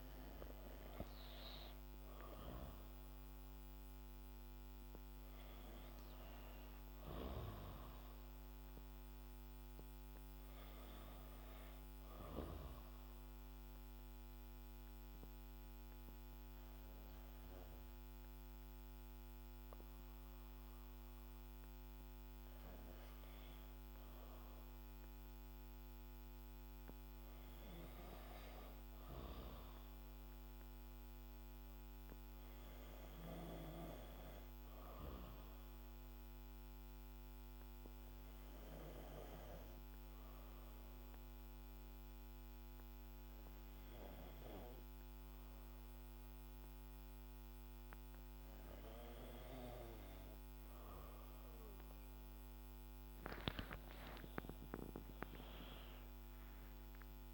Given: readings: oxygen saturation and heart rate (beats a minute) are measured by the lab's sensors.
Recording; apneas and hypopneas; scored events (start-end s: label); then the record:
breathing in sleep by a microphone on the trachea; 2
2.50-26.50 s: oxygen desaturation (device-marked, oxygen 97% before, 93% lowest, heart rate 55 before, 52 extreme)
6.50-12.00 s: snoring (device-marked)
13.00-23.00 s: obstructive apnea (oxygen 98% before, 91% lowest, heart rate 56 before, 52 extreme, up 4 after)
24.50-29.00 s: arousal
37.50-51.00 s: hypopnea (oxygen 98% before, 91% lowest, heart rate 55 before, 55 extreme, up 11 after)
52.50-57.34 s: oxygen desaturation (device-marked, oxygen 96% before, 91% lowest, heart rate 57 before, 53 extreme)
54.50-57.34 s: arousal
From the record:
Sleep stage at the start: N2 (light sleep); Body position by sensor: on the back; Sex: female